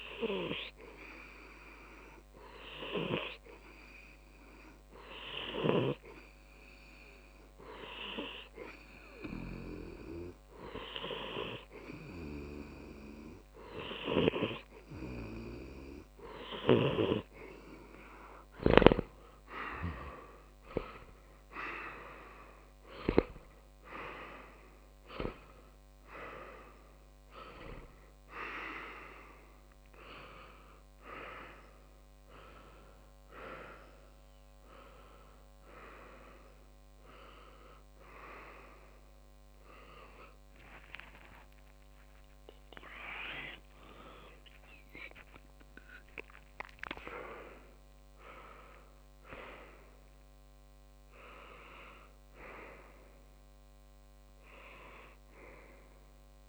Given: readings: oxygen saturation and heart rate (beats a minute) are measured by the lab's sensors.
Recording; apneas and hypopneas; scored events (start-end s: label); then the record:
breathing in sleep by a microphone on the trachea; none
1.50-3.50 s: long interval between heartbeats (device-marked, heart rate 96 before, 82 extreme)
6.00-8.00 s: long interval between heartbeats (device-marked, heart rate 92 before, 78 extreme)
8.00-10.00 s: long interval between heartbeats (device-marked, heart rate 89 before, 74 extreme)
13.00-15.00 s: long interval between heartbeats (device-marked, heart rate 80 before, 43 extreme)
15.00-17.00 s: long interval between heartbeats (device-marked, heart rate 74 before, 51 extreme)
17.00-19.00 s: long interval between heartbeats (device-marked, heart rate 70 before, 59 extreme)
19.00-49.00 s: new sleep stage, N1 (lightest sleep)
22.00-24.00 s: long interval between heartbeats (device-marked, heart rate 61 before, 38 extreme)
26.00-28.00 s: long interval between heartbeats (device-marked, heart rate 55 before, 26 extreme)
37.00-39.00 s: long interval between heartbeats (device-marked, heart rate 37 before, 33 extreme)
40.50-42.50 s: long interval between heartbeats (device-marked, heart rate 34 before, 76 extreme)
41.00-46.00 s: arousal
45.00-47.00 s: long interval between heartbeats (device-marked, heart rate 41 before, 50 extreme)
47.00-49.00 s: long interval between heartbeats (device-marked, heart rate 44 before, 45 extreme)
49.00-56.49 s: new sleep stage, N2 (light sleep)
53.50-55.50 s: long interval between heartbeats (device-marked, heart rate 46 before, 36 extreme)
From the record:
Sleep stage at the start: N2 (light sleep); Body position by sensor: on the left side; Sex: male